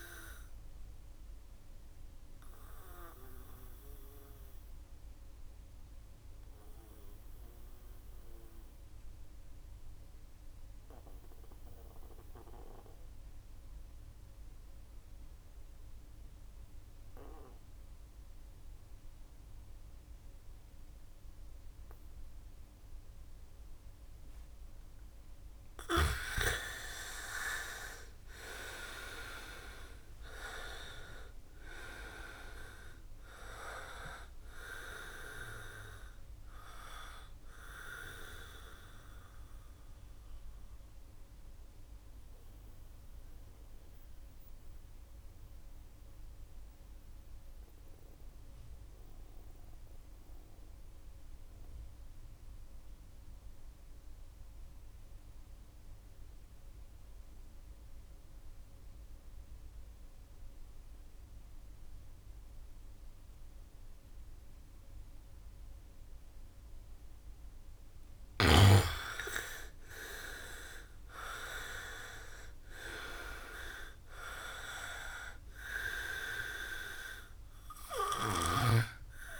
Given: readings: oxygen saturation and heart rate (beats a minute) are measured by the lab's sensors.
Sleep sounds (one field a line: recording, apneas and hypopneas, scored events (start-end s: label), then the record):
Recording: breathing in sleep by a room microphone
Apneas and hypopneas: 2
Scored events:
0.00-14.50 s: oxygen desaturation (device-marked, oxygen 83% lowest, heart rate 62 extreme)
1.00-24.50 s: obstructive apnea (oxygen 98% before, 82% lowest, heart rate 67 before, 60 extreme, up 6 after)
26.00-31.50 s: arousal
28.50-56.50 s: oxygen desaturation (device-marked, oxygen 98% before, 82% lowest, heart rate 67 before, 60 extreme)
39.00-67.50 s: mixed apnea (oxygen 99% before, 78% lowest, heart rate 69 before, 60 extreme, up 5 after)
61.50-79.40 s: oxygen desaturation (device-marked, oxygen 99% before, 78% lowest, heart rate 65 before, 62 extreme)
69.50-72.50 s: arousal
From the record:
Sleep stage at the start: N2 (light sleep)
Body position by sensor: on the back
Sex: male